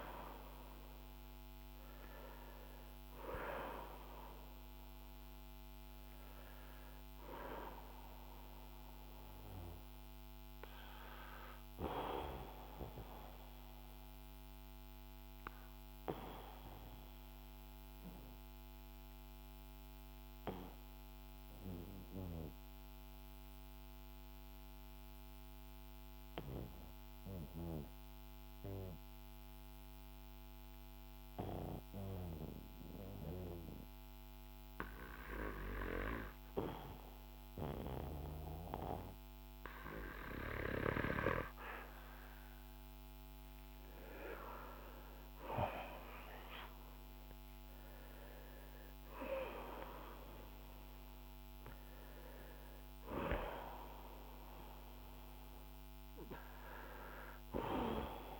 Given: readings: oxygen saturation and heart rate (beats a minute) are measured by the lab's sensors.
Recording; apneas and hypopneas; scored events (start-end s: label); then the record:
breathing in sleep by a microphone on the trachea; 1
0.00-28.00 s: oxygen desaturation (device-marked, oxygen 90% lowest, heart rate 48 extreme)
11.00-43.50 s: obstructive apnea (oxygen 96% before, 89% lowest, heart rate 52 before, 48 extreme, up 7 after)
45.00-48.50 s: arousal
46.00-58.40 s: oxygen desaturation (device-marked, oxygen 96% before, 89% lowest, heart rate 52 before, 48 extreme)
From the record:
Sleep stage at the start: N2 (light sleep); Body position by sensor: on the back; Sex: male